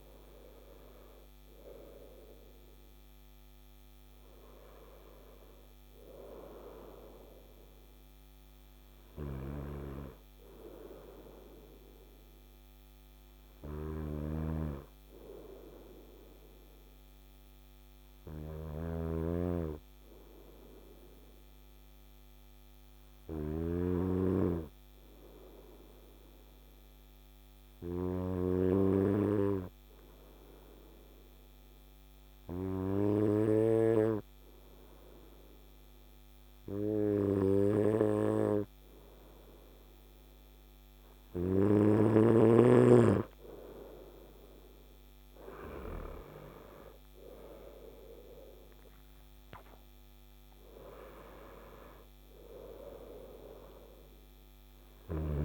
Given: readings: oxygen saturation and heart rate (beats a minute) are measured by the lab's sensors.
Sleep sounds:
breathing in sleep by a microphone on the trachea; 1
0.00-1.50 s: arousal
13.00-23.00 s: snoring (device-marked)
17.00-44.00 s: obstructive apnea (oxygen 97% before, 94% lowest, heart rate 59 before, 54 extreme, up 12 after)
47.50-51.50 s: arousal
54.00-55.45 s: snoring (device-marked)
From the record:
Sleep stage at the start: N2 (light sleep); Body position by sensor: on the right side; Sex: male

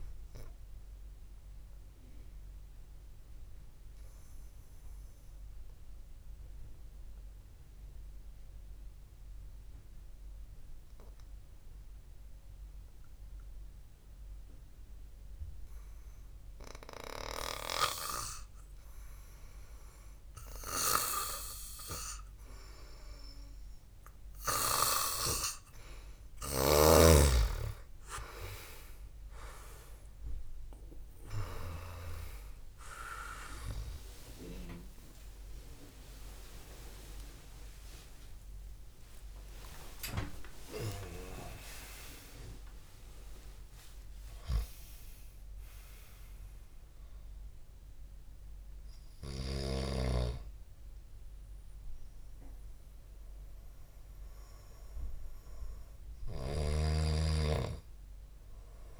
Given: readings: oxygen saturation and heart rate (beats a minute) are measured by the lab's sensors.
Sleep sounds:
breathing in sleep by a room microphone; 1
2.00-16.50 s: obstructive apnea (oxygen 98% before, 93% lowest, heart rate 58 before, 51 extreme)
8.50-20.50 s: oxygen desaturation (device-marked, oxygen 96% before, 93% lowest, heart rate 60 before, 51 extreme)
31.00-37.00 s: arousal
57.00-59.00 s: snoring (device-marked)
From the record:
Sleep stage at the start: N2 (light sleep); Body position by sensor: on the back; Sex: male

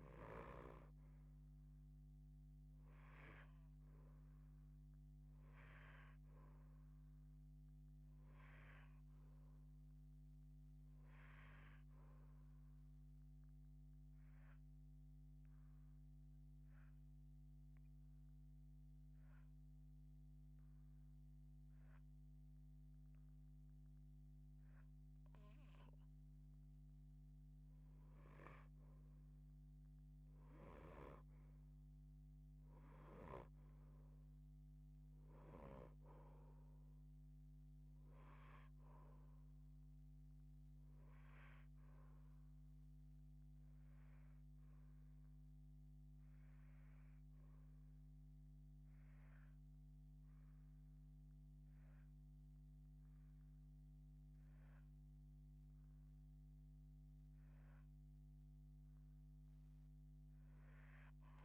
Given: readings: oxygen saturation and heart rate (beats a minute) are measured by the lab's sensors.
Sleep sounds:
breathing in sleep by a microphone on the trachea; 2
0.00-2.00 s: arousal
0.00-23.00 s: oxygen desaturation (device-marked, oxygen 79% lowest)
14.00-26.50 s: hypopnea (oxygen 88% before, 79% lowest, heart rate 96 before, 164 extreme)
28.00-32.00 s: arousal
32.00-60.00 s: oxygen desaturation (device-marked, oxygen 91% before, 83% lowest, heart rate 183 before, 70 extreme)
45.50-57.00 s: hypopnea (oxygen 91% before, 83% lowest, heart rate 196 before, 70 extreme, up 11 after)
59.50-61.45 s: arousal
From the record:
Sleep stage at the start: REM sleep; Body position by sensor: on the left side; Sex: female

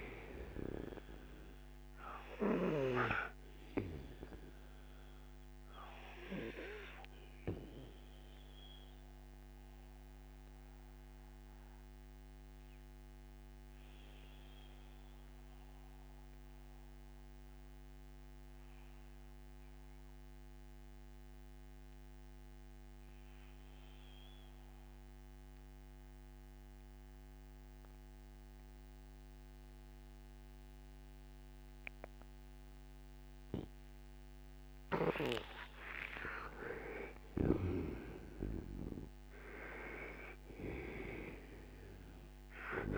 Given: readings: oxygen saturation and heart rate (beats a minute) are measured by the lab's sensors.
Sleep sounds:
breathing in sleep by a microphone on the trachea; 1
0.00-2.50 s: snoring (device-marked)
0.50-28.50 s: oxygen desaturation (device-marked, oxygen 99% before, 86% lowest, heart rate 64 before, 58 extreme)
6.00-35.00 s: mixed apnea (oxygen 99% before, 84% lowest, heart rate 66 before, 58 extreme, up 18 after)
36.00-40.50 s: arousal
40.50-42.98 s: oxygen desaturation (device-marked, oxygen 97% before, 84% lowest, heart rate 69 before, 59 extreme)
From the record:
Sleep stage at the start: N2 (light sleep); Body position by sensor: on the right side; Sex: male

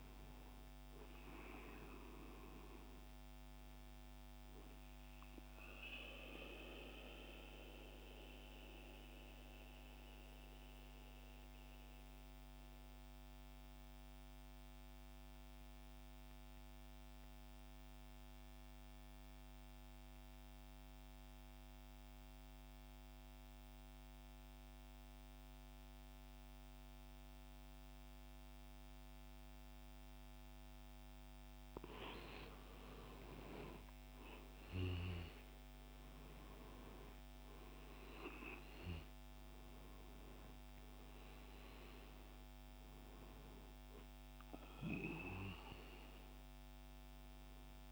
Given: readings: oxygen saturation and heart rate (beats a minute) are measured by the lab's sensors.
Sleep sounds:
breathing in sleep by a microphone on the trachea; 1
5.50-31.00 s: central apnea (oxygen 99% before, 93% lowest, heart rate 66 before, 60 extreme, up 14 after)
32.50-47.92 s: oxygen desaturation (device-marked, oxygen 98% before, 93% lowest, heart rate 62 before, 59 extreme)
33.00-38.00 s: arousal
From the record:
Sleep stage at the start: N2 (light sleep); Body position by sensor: on the back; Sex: male

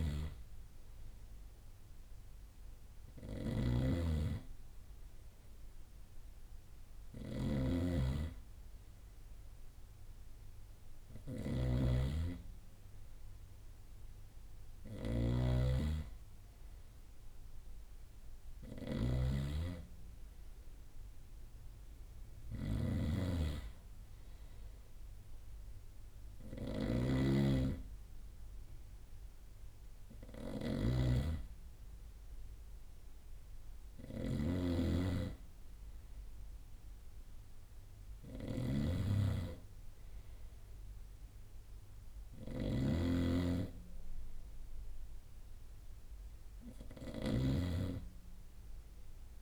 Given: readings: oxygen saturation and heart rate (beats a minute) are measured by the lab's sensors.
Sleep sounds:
breathing in sleep by a room microphone; none
0.00-49.41 s: snoring (device-marked)
From the record:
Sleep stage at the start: N2 (light sleep); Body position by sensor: on the right side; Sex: male

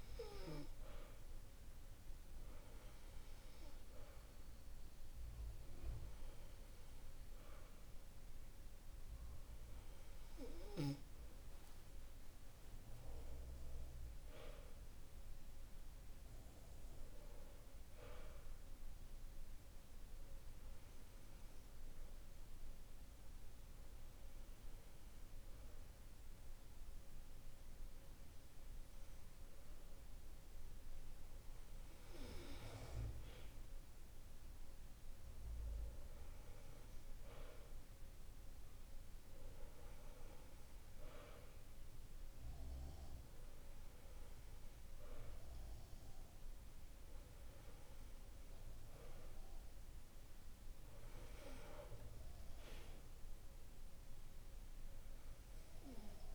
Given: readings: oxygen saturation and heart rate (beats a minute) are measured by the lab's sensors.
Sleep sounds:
breathing in sleep by a room microphone; 1
13.50-16.50 s: arousal
19.50-31.50 s: obstructive apnea (oxygen 96% before, 94% lowest, heart rate 51 before, 49 extreme, up 5 after)
34.00-37.50 s: arousal
From the record:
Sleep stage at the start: N2 (light sleep); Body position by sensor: on the back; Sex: male

